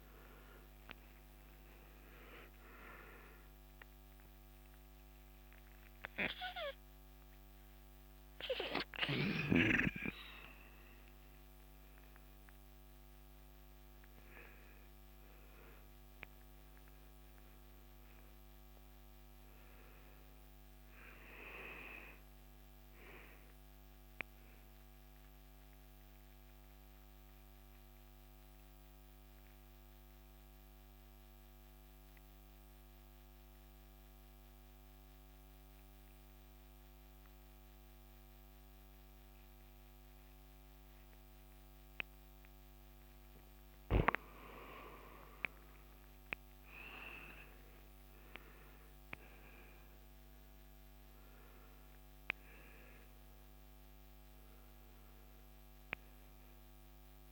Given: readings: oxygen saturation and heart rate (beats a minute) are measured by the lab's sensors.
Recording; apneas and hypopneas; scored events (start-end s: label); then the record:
breathing in sleep by a microphone on the trachea; 1
0.00-2.00 s: arousal
4.50-8.50 s: oxygen desaturation (device-marked, oxygen 98% before, 95% lowest, heart rate 69 before, 69 extreme)
25.00-44.50 s: mixed apnea (oxygen 98% before, 91% lowest, heart rate 73 before, 65 extreme, up 7 after)
40.50-50.50 s: oxygen desaturation (device-marked, oxygen 96% before, 91% lowest, heart rate 71 before, 67 extreme)
46.00-50.00 s: arousal
From the record:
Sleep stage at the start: N2 (light sleep); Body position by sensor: on the right side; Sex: male